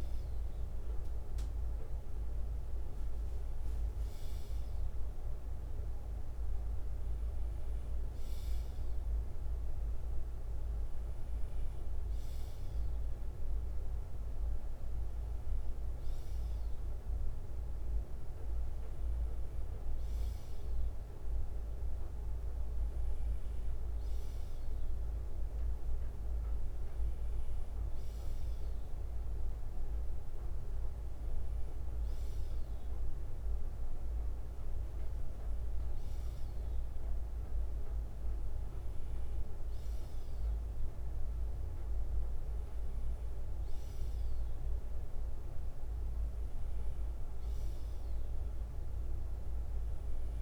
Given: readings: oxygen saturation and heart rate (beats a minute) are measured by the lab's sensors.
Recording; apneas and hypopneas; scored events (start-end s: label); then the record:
breathing in sleep, hard to hear, by a room microphone; none
10.50-14.50 s: bradycardia (device-marked, heart rate 61 before, 57 extreme)
39.50-50.41 s: bradycardia (device-marked, heart rate 61 before, 58 extreme)
From the record:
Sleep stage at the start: N2 (light sleep); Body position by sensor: on the left side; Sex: male